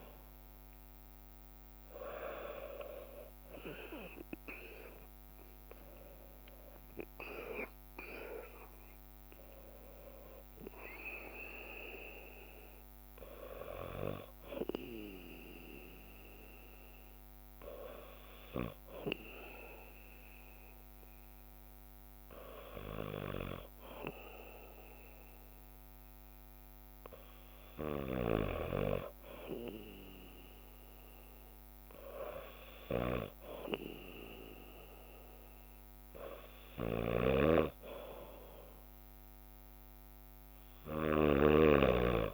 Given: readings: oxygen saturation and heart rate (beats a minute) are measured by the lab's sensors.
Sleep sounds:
breathing in sleep by a microphone on the trachea; none
5.50-8.50 s: arousal
36.50-38.50 s: leg movement (device-marked)
37.00-42.34 s: snoring (device-marked)
From the record:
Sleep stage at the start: N2 (light sleep); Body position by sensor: on the back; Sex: male

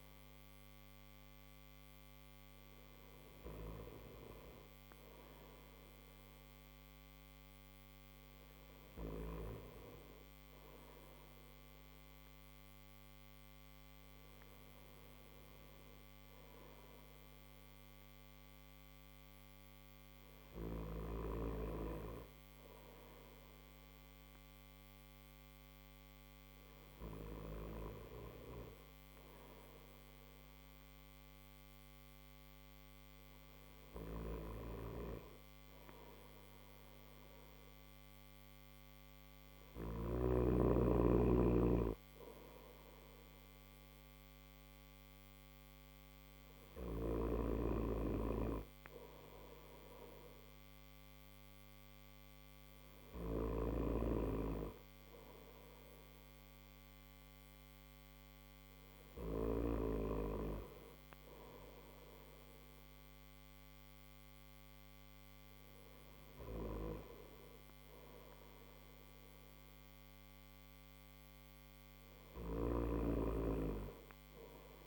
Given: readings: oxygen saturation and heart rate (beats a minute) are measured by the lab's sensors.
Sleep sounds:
breathing in sleep by a microphone on the trachea; none
none scored
From the record:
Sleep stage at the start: N1 (lightest sleep); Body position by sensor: on the back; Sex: male

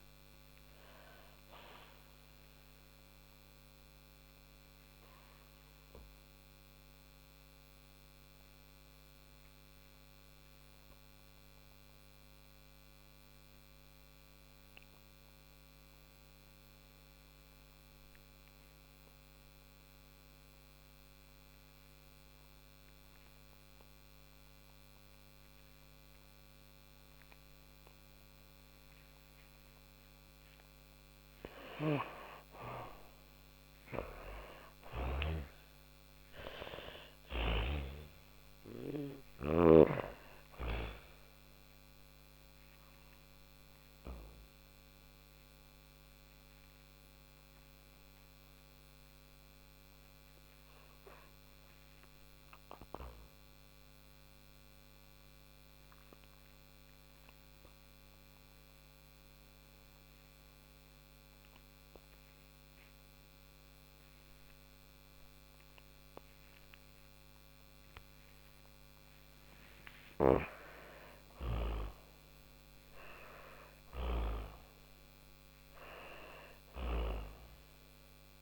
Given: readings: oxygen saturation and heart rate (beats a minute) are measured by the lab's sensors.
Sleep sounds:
breathing in sleep by a microphone on the trachea; 2
0.00-13.00 s: oxygen desaturation (device-marked, oxygen 82% lowest, heart rate 48 extreme)
3.50-29.00 s: hypopnea (oxygen 95% before, 82% lowest, heart rate 129 before, 48 extreme)
27.00-56.00 s: oxygen desaturation (device-marked, oxygen 99% before, 87% lowest, heart rate 69 before, 52 extreme)
31.00-35.50 s: arousal
46.50-67.50 s: obstructive apnea (oxygen 99% before, 87% lowest, heart rate 150 before, 52 extreme)
68.50-73.50 s: arousal
72.00-75.50 s: snoring (device-marked)
72.00-78.42 s: oxygen desaturation (device-marked, oxygen 98% before, 92% lowest, heart rate 78 before, 48 extreme)
From the record:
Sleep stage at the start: N2 (light sleep); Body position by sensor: on the back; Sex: female

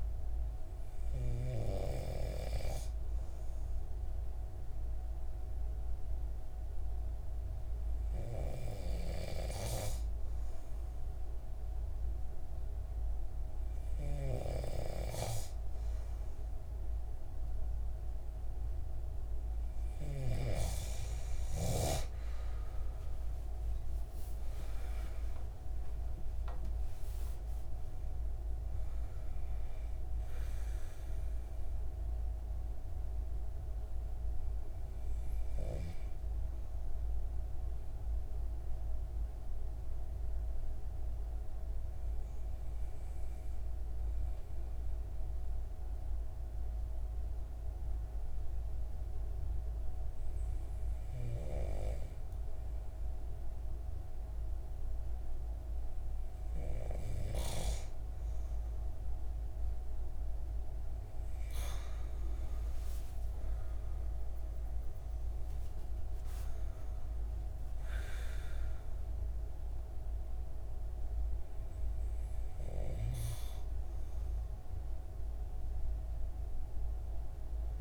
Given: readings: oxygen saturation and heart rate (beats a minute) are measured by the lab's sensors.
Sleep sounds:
breathing in sleep by a room microphone; 1
23.50-27.50 s: arousal
39.00-52.00 s: hypopnea (oxygen 96% before, 93% lowest)
59.00-64.00 s: arousal
From the record:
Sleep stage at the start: N2 (light sleep); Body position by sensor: on the right side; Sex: male

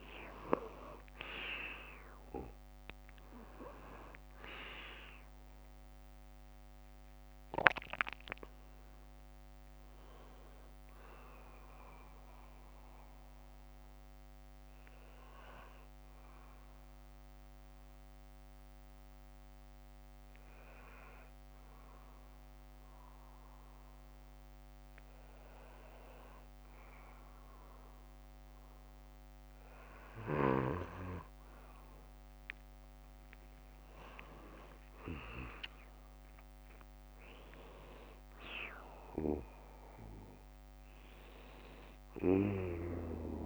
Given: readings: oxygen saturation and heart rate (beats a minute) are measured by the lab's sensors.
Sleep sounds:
breathing in sleep by a microphone on the trachea; 1
0.00-2.00 s: arousal
13.50-25.50 s: hypopnea (oxygen 96% before, 92% lowest, heart rate 68 before, 56 extreme, up 11 after)
14.50-19.50 s: bradycardia (device-marked, heart rate 64 before, 59 extreme)
16.50-30.50 s: oxygen desaturation (device-marked, oxygen 95% before, 92% lowest, heart rate 68 before, 57 extreme)
35.00-39.00 s: arousal
From the record:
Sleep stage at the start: N2 (light sleep); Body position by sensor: on the back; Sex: male

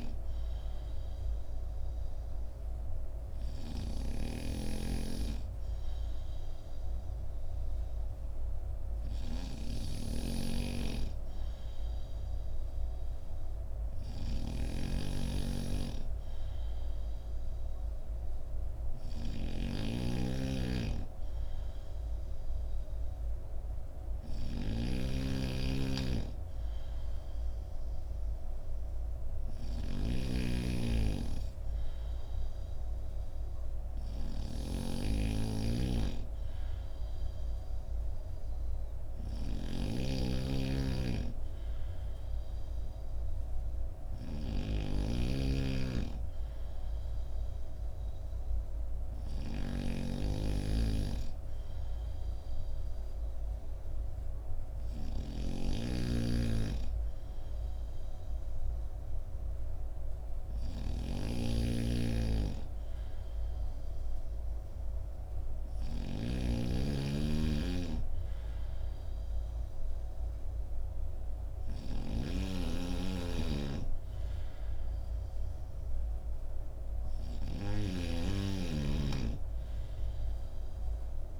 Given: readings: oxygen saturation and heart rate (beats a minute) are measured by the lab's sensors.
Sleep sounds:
breathing in sleep by a room microphone; none
0.00-81.40 s: snoring (device-marked)
From the record:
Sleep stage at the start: N2 (light sleep); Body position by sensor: on the back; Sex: male

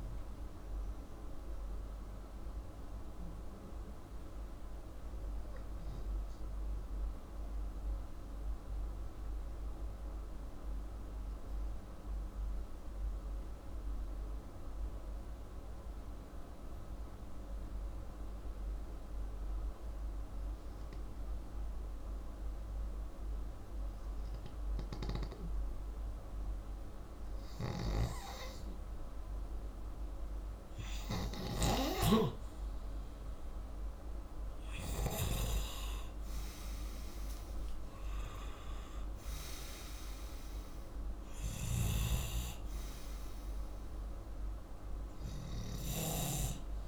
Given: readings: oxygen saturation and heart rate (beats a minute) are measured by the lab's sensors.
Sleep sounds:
breathing in sleep by a room microphone; 1
3.00-25.00 s: hypopnea (oxygen 97% before, 92% lowest, heart rate 68 before, 59 extreme, up 0 after)
22.00-34.00 s: oxygen desaturation (device-marked, oxygen 97% before, 92% lowest, heart rate 65 before, 56 extreme)
26.50-31.00 s: arousal
From the record:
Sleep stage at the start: N2 (light sleep); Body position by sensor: upright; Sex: male

